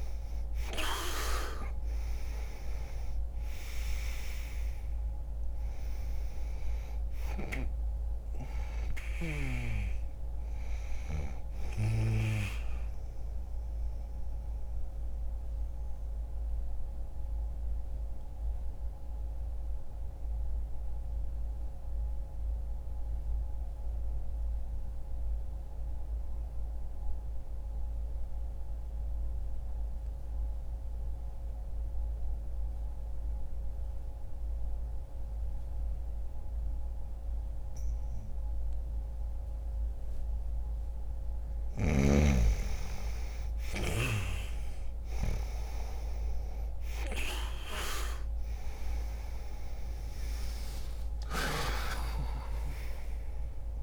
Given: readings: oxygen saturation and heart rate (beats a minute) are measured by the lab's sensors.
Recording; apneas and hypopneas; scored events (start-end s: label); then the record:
breathing in sleep by a room microphone; 1
1.50-13.50 s: oxygen desaturation (device-marked, oxygen 98% before, 93% lowest, heart rate 60 before, 59 extreme)
14.00-40.00 s: obstructive apnea (oxygen 98% before, 90% lowest, heart rate 60 before, 52 extreme, up 1 after)
23.50-35.50 s: oxygen desaturation (device-marked, oxygen 95% before, 90% lowest, heart rate 60 before, 52 extreme)
43.50-49.50 s: arousal
44.50-53.83 s: oxygen desaturation (device-marked, oxygen 99% before, 93% lowest, heart rate 61 before, 52 extreme)
From the record:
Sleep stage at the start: N2 (light sleep); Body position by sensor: on the back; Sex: male